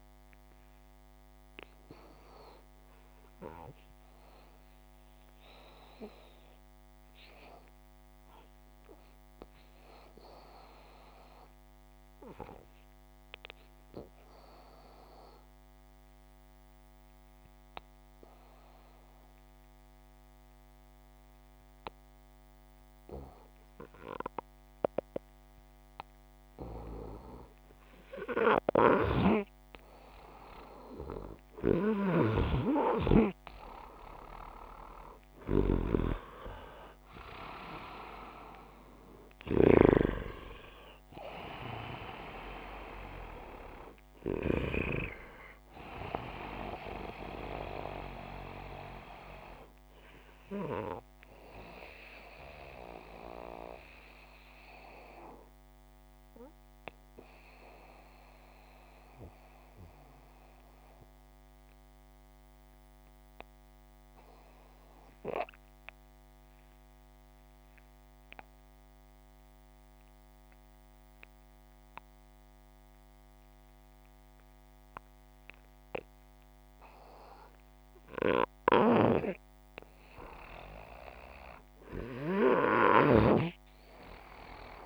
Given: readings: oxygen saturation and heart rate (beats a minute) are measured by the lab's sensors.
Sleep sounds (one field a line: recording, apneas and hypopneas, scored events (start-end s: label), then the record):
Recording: breathing in sleep by a microphone on the trachea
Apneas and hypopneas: 2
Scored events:
0.00-10.50 s: oxygen desaturation (device-marked, oxygen 93% lowest, heart rate 59 extreme)
1.00-26.50 s: obstructive apnea (oxygen 98% before, 93% lowest, heart rate 62 before, 59 extreme, up 3 after)
12.50-84.86 s: new sleep stage, N2 (light sleep)
29.00-34.00 s: arousal
29.50-48.50 s: oxygen desaturation (device-marked, oxygen 97% before, 93% lowest, heart rate 61 before, 59 extreme)
53.00-80.00 s: obstructive apnea (oxygen 97% before, 94% lowest, heart rate 62 before, 60 extreme, up 1 after)
82.00-84.86 s: snoring (device-marked)
82.50-84.86 s: arousal
From the record:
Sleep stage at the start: N1 (lightest sleep)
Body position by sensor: upright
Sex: male